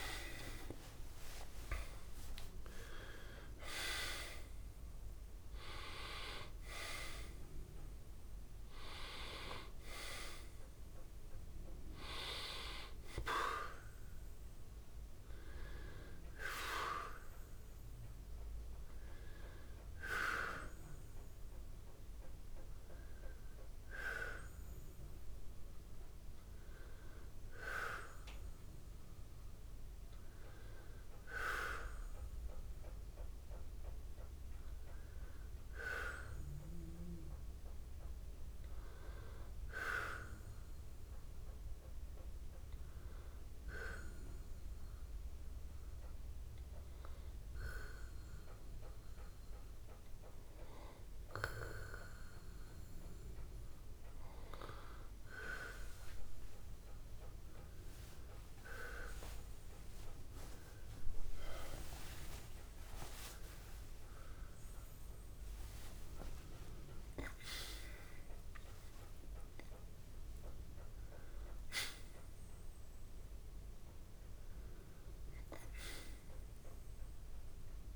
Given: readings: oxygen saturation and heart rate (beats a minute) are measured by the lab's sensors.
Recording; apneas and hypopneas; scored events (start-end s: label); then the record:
a person partly awake in a sleep study, by a room microphone; 1
16.00-76.00 s: new sleep stage, N1 (lightest sleep)
20.50-59.00 s: hypopnea (oxygen 99% before, 92% lowest, heart rate 92 before, 50 extreme)
61.50-64.50 s: arousal
76.00-77.96 s: new sleep stage, N2 (light sleep)
From the record:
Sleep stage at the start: awake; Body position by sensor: on the back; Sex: male